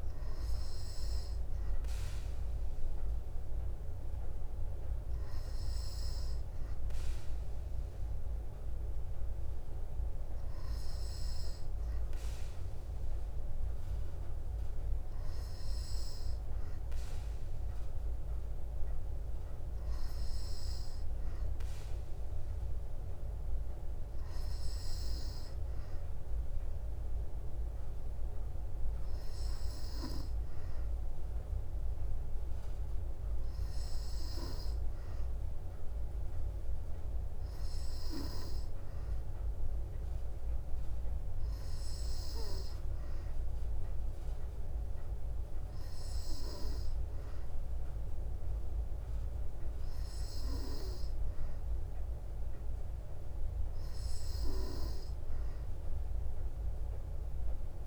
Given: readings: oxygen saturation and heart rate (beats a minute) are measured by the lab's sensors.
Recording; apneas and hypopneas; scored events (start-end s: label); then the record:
breathing in sleep, hard to hear, by a room microphone; none
none scored
From the record:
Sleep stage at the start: N3 (deep sleep); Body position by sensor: on the back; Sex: female